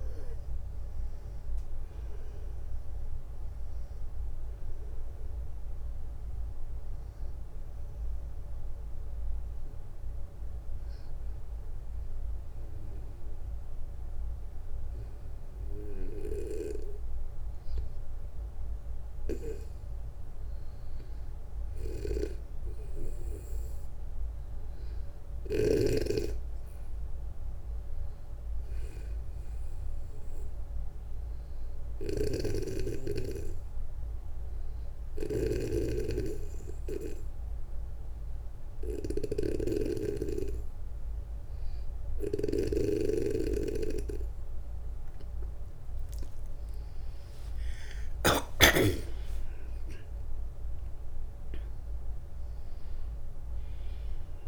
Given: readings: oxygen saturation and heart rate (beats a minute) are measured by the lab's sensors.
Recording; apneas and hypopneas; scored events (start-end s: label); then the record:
breathing in sleep by a room microphone; 2
0.00-2.50 s: arousal
0.00-22.00 s: oxygen desaturation (device-marked, oxygen 90% lowest, heart rate 57 extreme)
8.00-19.00 s: obstructive apnea (oxygen 96% before, 90% lowest, heart rate 66 before, 57 extreme, up 8 after)
18.50-25.00 s: snoring (device-marked)
22.50-26.00 s: arousal
31.50-44.00 s: hypopnea (oxygen 98% before, 94% lowest, heart rate 62 before, 63 extreme, up 20 after)
31.50-48.00 s: snoring (device-marked)
44.00-54.48 s: new sleep stage, awake
From the record:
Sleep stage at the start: N2 (light sleep); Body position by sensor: on the back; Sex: male